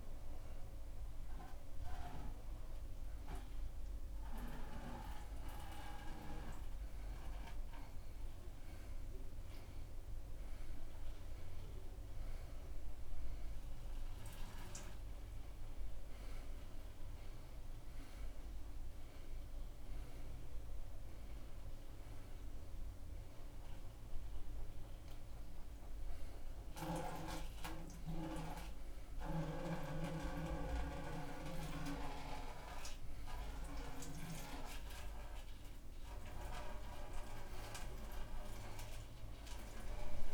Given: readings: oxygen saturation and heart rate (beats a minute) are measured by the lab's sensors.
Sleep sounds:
a person awake in a sleep study, by a room microphone; none
none scored
From the record:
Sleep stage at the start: awake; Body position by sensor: on the back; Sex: male

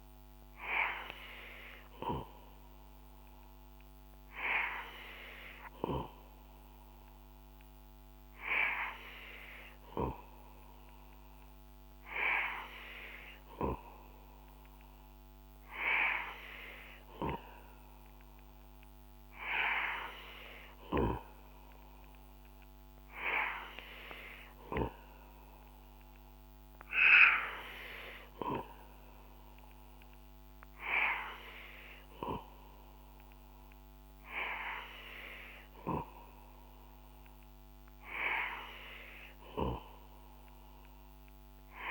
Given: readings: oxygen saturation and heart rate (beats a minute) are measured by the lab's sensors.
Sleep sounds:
breathing in sleep by a microphone on the trachea; none
none scored
From the record:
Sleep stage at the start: N2 (light sleep); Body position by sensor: on the back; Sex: male

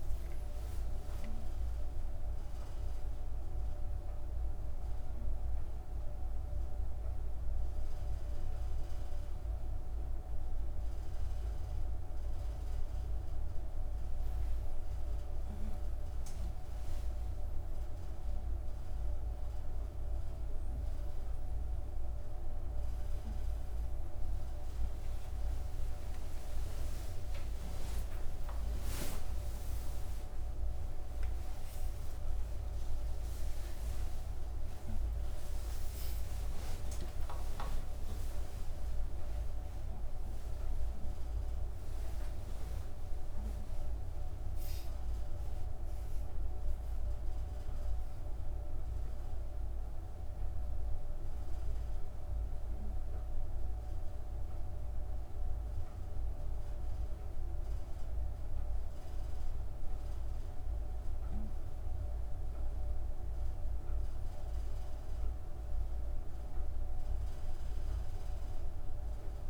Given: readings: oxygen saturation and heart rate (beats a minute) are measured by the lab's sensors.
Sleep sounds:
a person awake in a sleep study, hard to hear, by a room microphone; none
none scored
From the record:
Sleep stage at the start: awake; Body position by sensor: on the back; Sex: female

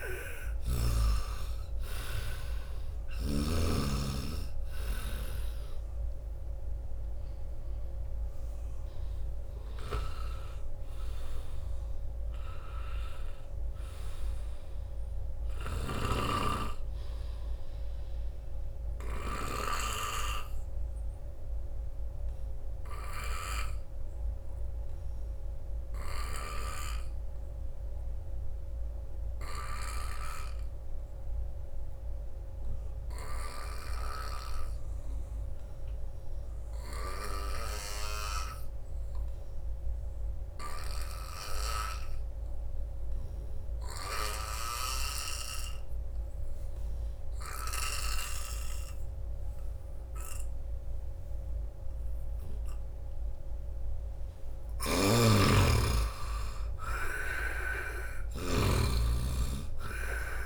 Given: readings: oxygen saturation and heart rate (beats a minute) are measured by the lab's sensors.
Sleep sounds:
breathing in sleep by a room microphone; 1
0.00-2.00 s: arousal
0.00-19.00 s: oxygen desaturation (device-marked, oxygen 79% lowest, heart rate 79 extreme)
9.50-19.50 s: snoring (device-marked)
20.00-52.00 s: obstructive apnea (oxygen 97% before, 80% lowest, heart rate 90 before, 78 extreme, up 5 after)
42.00-60.45 s: oxygen desaturation (device-marked, oxygen 97% before, 82% lowest, heart rate 82 before, 75 extreme)
54.00-57.00 s: arousal
54.50-60.45 s: snoring (device-marked)
From the record:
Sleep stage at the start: N2 (light sleep); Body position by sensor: on the right side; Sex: male

